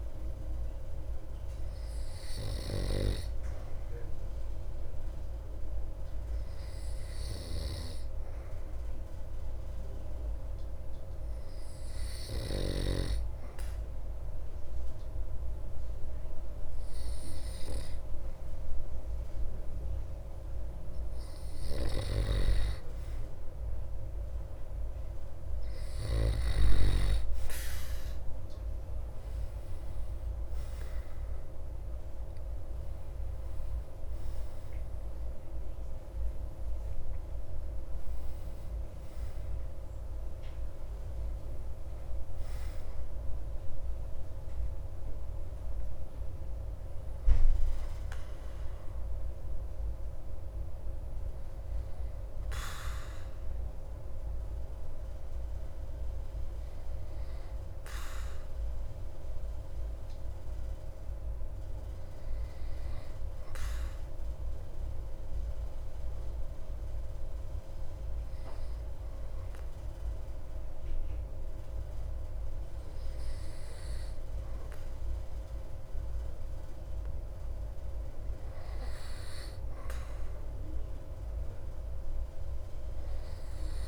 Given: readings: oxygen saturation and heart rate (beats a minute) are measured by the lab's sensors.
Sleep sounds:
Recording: breathing in sleep by a room microphone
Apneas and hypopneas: 2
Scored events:
5.00-22.00 s: hypopnea (oxygen 96% before, 91% lowest)
26.00-31.00 s: arousal
63.00-76.50 s: obstructive apnea (oxygen 98% before, 94% lowest)
79.00-82.50 s: arousal
From the record:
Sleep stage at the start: N2 (light sleep)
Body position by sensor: on the back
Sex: male

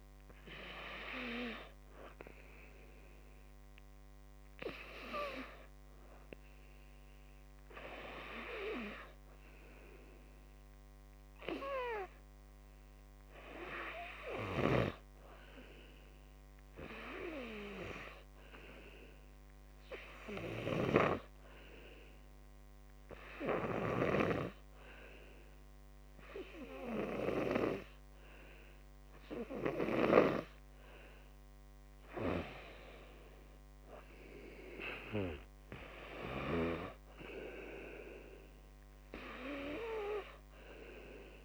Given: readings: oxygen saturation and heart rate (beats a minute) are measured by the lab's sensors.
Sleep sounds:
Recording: breathing in sleep by a microphone on the trachea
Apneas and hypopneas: 1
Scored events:
0.00-6.50 s: oxygen desaturation (device-marked, oxygen 91% lowest, heart rate 51 extreme)
9.50-31.00 s: obstructive apnea (oxygen 97% before, 89% lowest, heart rate 57 before, 53 extreme, up 5 after)
19.50-41.45 s: oxygen desaturation (device-marked, oxygen 97% before, 91% lowest, heart rate 55 before, 54 extreme)
33.00-36.00 s: arousal
From the record:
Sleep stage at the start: N2 (light sleep)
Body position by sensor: on the back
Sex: male

